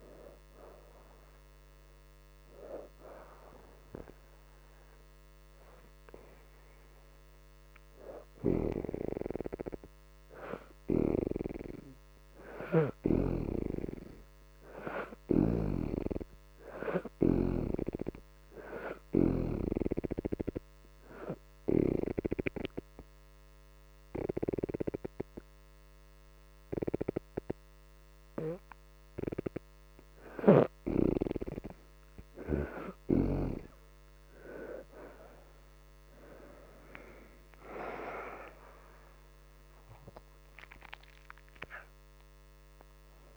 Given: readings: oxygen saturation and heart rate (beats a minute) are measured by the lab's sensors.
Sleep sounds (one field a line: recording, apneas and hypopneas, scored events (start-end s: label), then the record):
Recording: breathing in sleep by a microphone on the trachea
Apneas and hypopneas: 1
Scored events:
0.00-16.50 s: oxygen desaturation (device-marked, oxygen 62% lowest, heart rate 77 extreme)
20.50-31.50 s: obstructive apnea (oxygen 79% before, 60% lowest, heart rate 81 before, 74 extreme, up 7 after)
23.50-31.50 s: oxygen desaturation (device-marked, oxygen 79% before, 71% lowest, heart rate 81 before, 74 extreme)
35.50-40.00 s: arousal
From the record:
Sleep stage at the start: N2 (light sleep)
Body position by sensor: upright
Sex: female